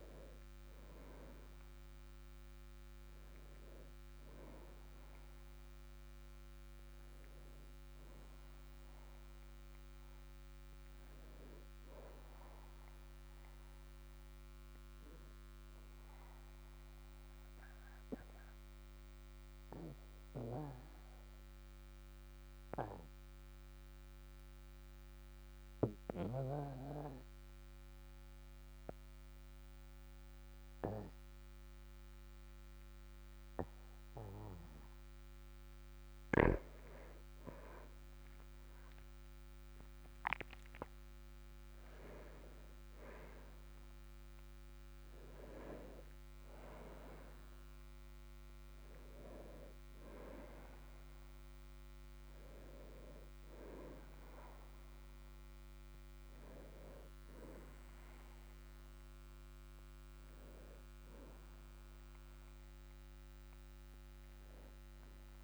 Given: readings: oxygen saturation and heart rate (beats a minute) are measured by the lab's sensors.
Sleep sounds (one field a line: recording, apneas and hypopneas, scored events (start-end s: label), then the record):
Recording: breathing in sleep by a microphone on the trachea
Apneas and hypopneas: 1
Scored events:
10.50-14.00 s: arousal
16.50-36.00 s: obstructive apnea (oxygen 97% before, 96% lowest, heart rate 51 before, 42 extreme, up 12 after)
39.50-43.00 s: arousal
From the record:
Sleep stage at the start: N2 (light sleep)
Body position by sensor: on the back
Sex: male